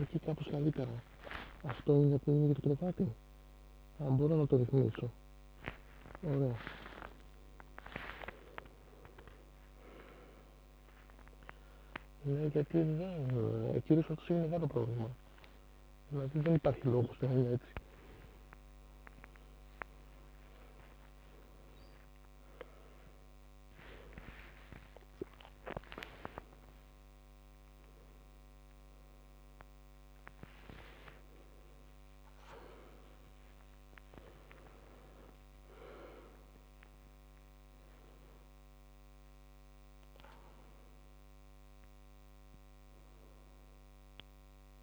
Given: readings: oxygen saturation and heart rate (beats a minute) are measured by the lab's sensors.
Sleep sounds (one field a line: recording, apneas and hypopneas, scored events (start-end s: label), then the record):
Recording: a person awake in a sleep study, by a microphone on the trachea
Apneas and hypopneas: none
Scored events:
8.50-10.50 s: long interval between heartbeats (device-marked, heart rate 82 before, 91 extreme)
20.50-22.50 s: long interval between heartbeats (device-marked, heart rate 86 before, 90 extreme)
34.00-36.00 s: long interval between heartbeats (device-marked, heart rate 86 before, 94 extreme)
From the record:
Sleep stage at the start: awake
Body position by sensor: on the back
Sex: male